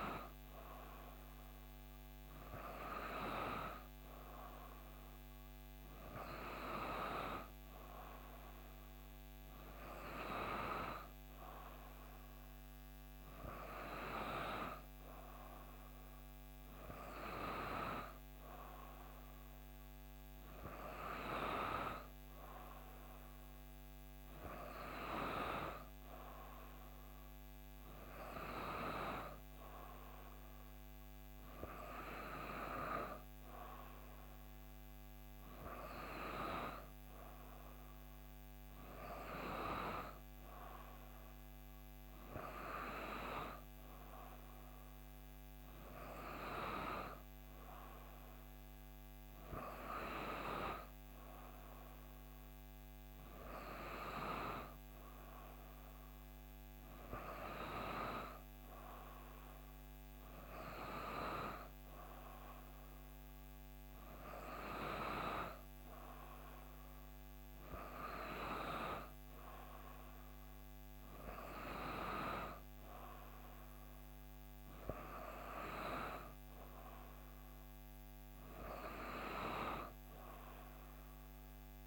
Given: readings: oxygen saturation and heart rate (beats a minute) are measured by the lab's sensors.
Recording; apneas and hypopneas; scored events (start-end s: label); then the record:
breathing in sleep by a microphone on the trachea; none
none scored
From the record:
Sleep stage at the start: N3 (deep sleep); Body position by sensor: on the back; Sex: female